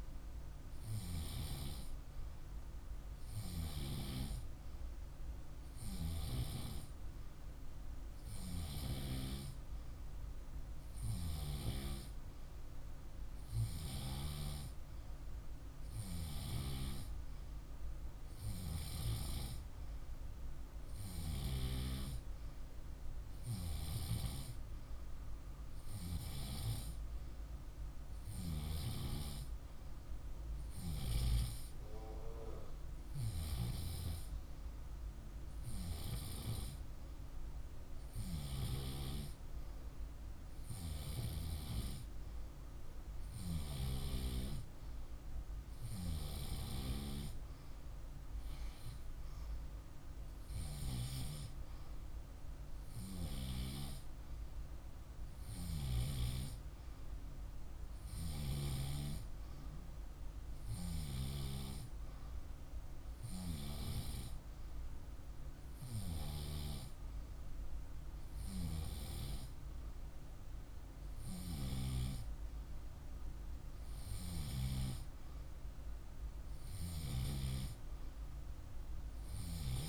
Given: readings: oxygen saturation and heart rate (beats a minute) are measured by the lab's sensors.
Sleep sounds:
breathing in sleep by a room microphone; none
none scored
From the record:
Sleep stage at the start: N2 (light sleep); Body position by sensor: on the left side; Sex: male

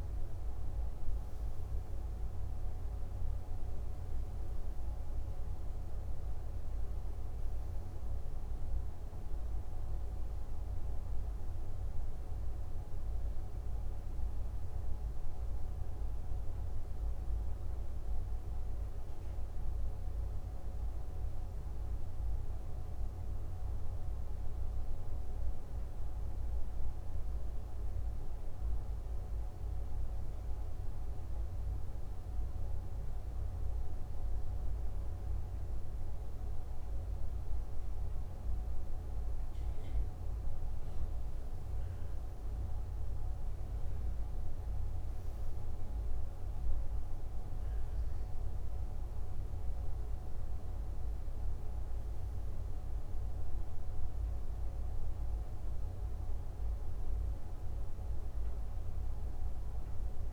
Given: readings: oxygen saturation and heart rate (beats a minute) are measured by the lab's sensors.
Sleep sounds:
breathing in sleep, hard to hear, by a room microphone; 1
24.00-40.00 s: hypopnea (oxygen 96% before, 94% lowest, heart rate 61 before, 59 extreme, up 4 after)
43.00-46.00 s: arousal
From the record:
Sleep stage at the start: N2 (light sleep); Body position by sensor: on the back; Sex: male

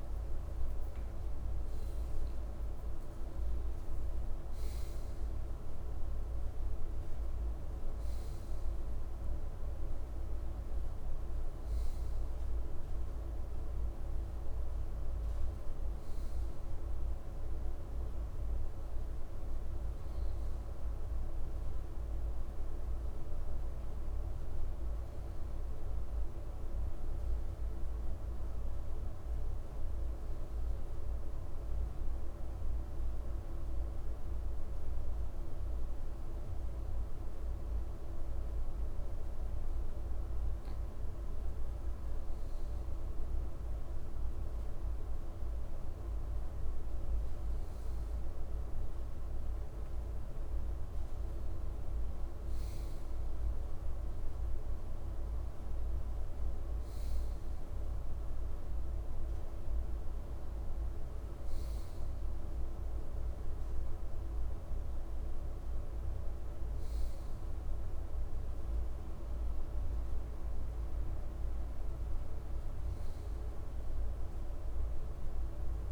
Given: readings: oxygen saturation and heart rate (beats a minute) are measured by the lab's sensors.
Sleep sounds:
breathing in sleep, hard to hear, by a room microphone; 1
23.50-75.92 s: new sleep stage, N2 (light sleep)
30.00-41.00 s: central apnea (oxygen 97% before, 94% lowest, heart rate 60 before, 57 extreme, up 1 after)
43.50-48.00 s: arousal
From the record:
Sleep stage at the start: N1 (lightest sleep); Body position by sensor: on the right side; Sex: male

